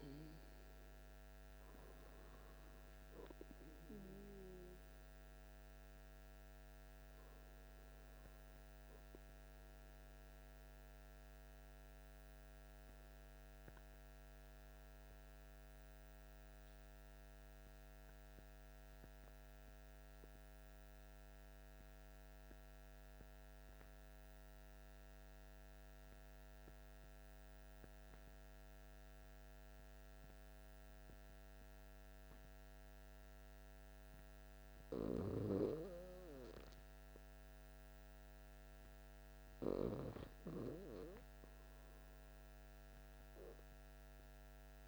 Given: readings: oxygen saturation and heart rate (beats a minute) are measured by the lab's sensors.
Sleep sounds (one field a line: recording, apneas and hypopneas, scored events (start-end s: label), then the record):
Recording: breathing in sleep by a microphone on the trachea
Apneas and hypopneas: 1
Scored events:
5.00-36.50 s: obstructive apnea (oxygen 99% before, 91% lowest, heart rate 57 before, 53 extreme, up 6 after)
34.50-44.88 s: oxygen desaturation (device-marked, oxygen 98% before, 93% lowest, heart rate 55 before, 55 extreme)
From the record:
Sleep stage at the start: N2 (light sleep)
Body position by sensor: on the back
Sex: male